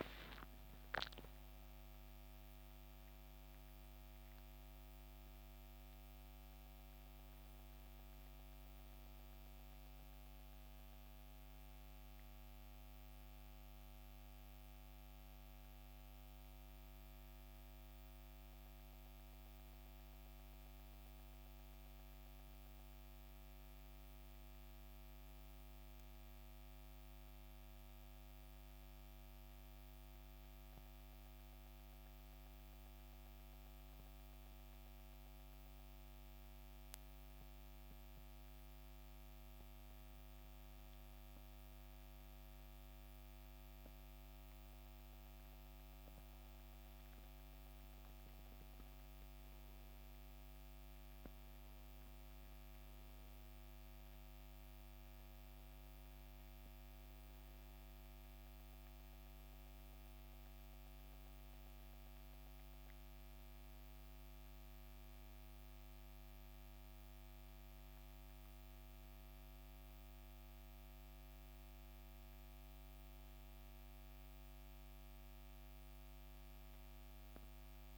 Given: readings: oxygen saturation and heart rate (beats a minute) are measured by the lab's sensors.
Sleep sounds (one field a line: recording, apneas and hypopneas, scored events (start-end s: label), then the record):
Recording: breathing in sleep, hard to hear, by a microphone on the trachea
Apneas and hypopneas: 1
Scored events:
26.00-77.98 s: new sleep stage, N2 (light sleep)
36.50-46.50 s: central apnea (oxygen 96% before, 89% lowest, heart rate 70 before, 64 extreme, up 8 after)
37.00-76.00 s: oxygen desaturation (device-marked, oxygen 95% before, 89% lowest, heart rate 70 before, 64 extreme)
48.00-51.50 s: arousal
From the record:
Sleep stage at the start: N1 (lightest sleep)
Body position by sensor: on the back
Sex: male